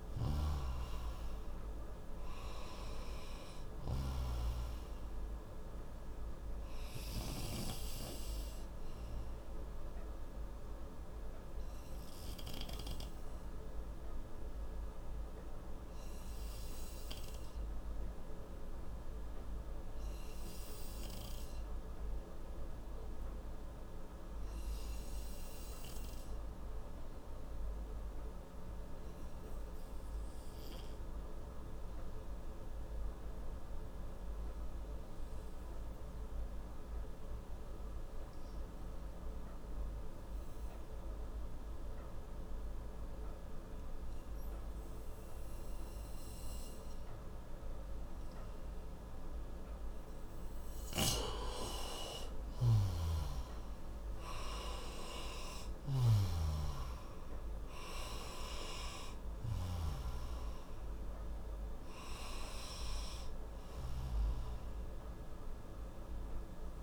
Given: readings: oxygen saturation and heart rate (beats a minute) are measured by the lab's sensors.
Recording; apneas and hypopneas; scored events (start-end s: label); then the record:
breathing in sleep by a room microphone; 1
0.00-25.00 s: oxygen desaturation (device-marked, oxygen 90% lowest, heart rate 59 extreme)
30.00-48.00 s: obstructive apnea (oxygen 97% before, 88% lowest, heart rate 60 before, 62 extreme, up 6 after)
50.50-56.00 s: snoring (device-marked)
53.00-57.00 s: arousal
From the record:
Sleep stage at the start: N2 (light sleep); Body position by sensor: on the right side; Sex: male